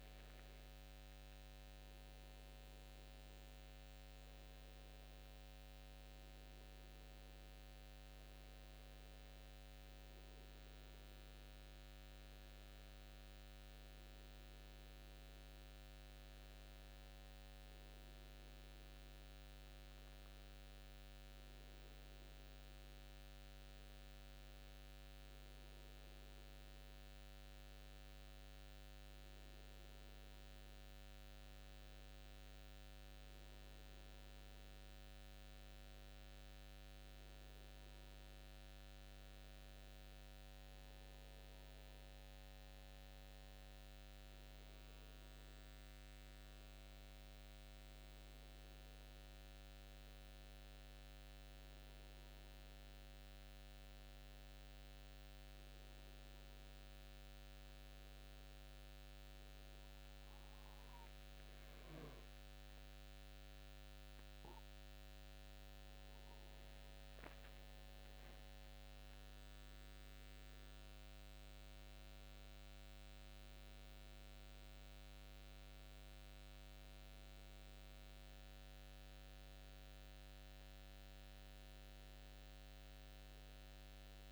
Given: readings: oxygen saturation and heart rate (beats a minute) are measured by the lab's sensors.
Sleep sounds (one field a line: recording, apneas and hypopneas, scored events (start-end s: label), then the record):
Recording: breathing in sleep, hard to hear, by a microphone on the trachea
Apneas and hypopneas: none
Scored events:
20.00-22.00 s: long interval between heartbeats (device-marked, heart rate 81 before, 80 extreme)
From the record:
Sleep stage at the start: N1 (lightest sleep)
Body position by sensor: on the back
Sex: male